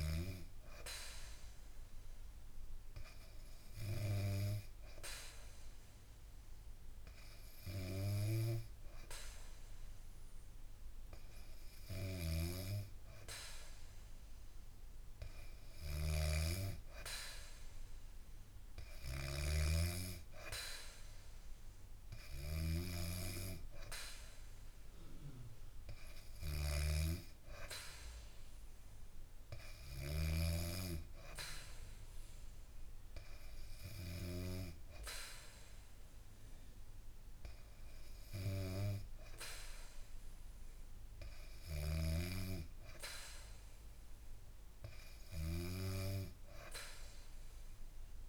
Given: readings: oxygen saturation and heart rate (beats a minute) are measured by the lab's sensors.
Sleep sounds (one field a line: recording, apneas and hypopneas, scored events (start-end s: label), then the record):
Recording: breathing in sleep by a room microphone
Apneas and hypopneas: none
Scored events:
none scored
From the record:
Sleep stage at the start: N2 (light sleep)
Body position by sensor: on the back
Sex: female